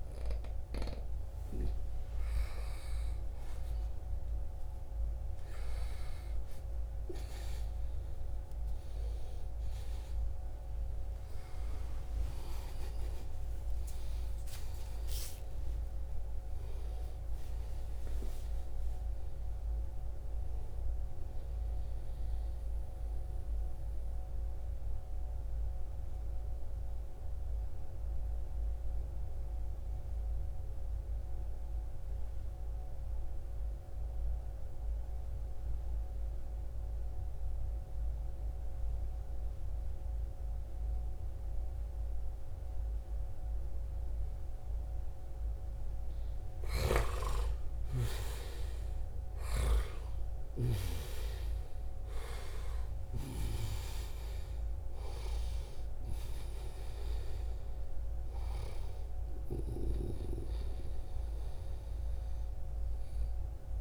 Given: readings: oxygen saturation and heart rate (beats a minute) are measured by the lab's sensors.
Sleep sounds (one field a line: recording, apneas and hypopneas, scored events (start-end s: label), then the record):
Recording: a person partly awake in a sleep study, by a room microphone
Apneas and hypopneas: 1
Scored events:
0.00-1.00 s: snoring (device-marked)
4.50-25.50 s: oxygen desaturation (device-marked, oxygen 95% before, 92% lowest, heart rate 78 before, 67 extreme)
12.00-14.00 s: long interval between heartbeats (device-marked, heart rate 78 before, 89 extreme)
21.50-46.50 s: mixed apnea (oxygen 96% before, 89% lowest, heart rate 84 before, 67 extreme, up 12 after)
23.50-63.81 s: new sleep stage, N2 (light sleep)
44.50-63.81 s: oxygen desaturation (device-marked, oxygen 96% before, 89% lowest, heart rate 70 before, 63 extreme)
45.50-49.00 s: snoring (device-marked)
48.50-54.00 s: arousal
From the record:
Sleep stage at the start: awake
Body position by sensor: on the right side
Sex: male